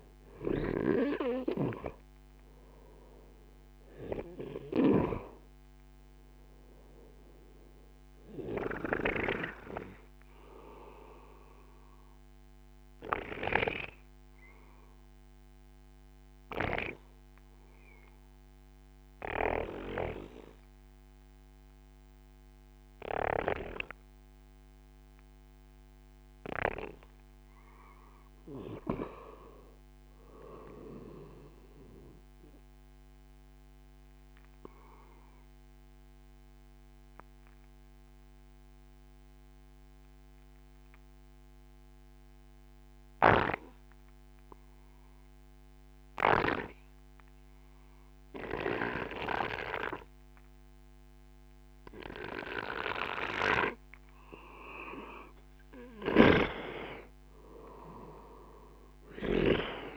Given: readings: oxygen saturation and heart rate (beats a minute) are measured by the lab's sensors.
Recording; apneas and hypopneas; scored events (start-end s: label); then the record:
breathing in sleep by a microphone on the trachea; 2
0.00-22.00 s: oxygen desaturation (device-marked, oxygen 93% lowest, heart rate 25 extreme)
7.50-25.50 s: obstructive apnea (oxygen 97% before, 93% lowest, heart rate 55 before, 25 extreme, up 3 after)
29.00-31.50 s: arousal
34.00-54.50 s: obstructive apnea (oxygen 97% before, 93% lowest, heart rate 67 before, 39 extreme, up 9 after)
56.00-59.50 s: snoring (device-marked)
57.00-59.50 s: arousal
57.00-59.96 s: oxygen desaturation (device-marked, oxygen 96% before, 93% lowest, heart rate 63 before, 45 extreme)
From the record:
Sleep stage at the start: N2 (light sleep); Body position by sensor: on the right side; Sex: male